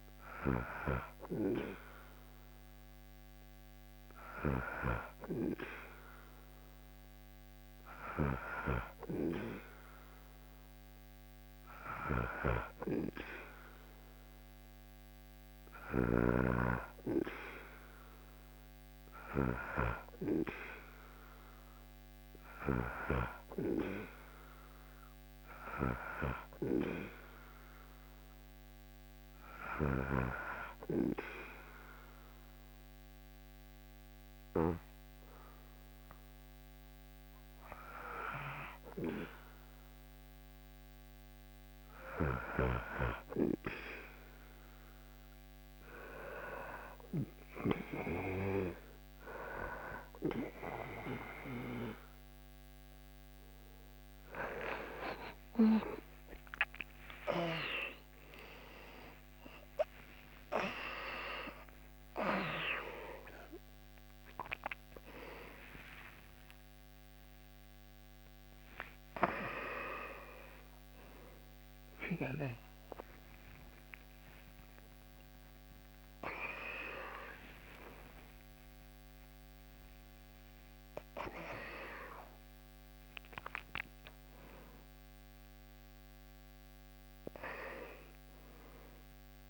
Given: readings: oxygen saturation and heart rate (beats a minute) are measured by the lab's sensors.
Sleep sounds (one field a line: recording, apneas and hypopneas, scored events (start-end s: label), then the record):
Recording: a person partly awake in a sleep study, by a microphone on the trachea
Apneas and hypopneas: none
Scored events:
0.00-3.00 s: oxygen desaturation (device-marked, oxygen 94% lowest, heart rate 79 extreme)
54.00-89.50 s: new sleep stage, awake
From the record:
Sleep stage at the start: N2 (light sleep)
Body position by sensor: on the back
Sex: male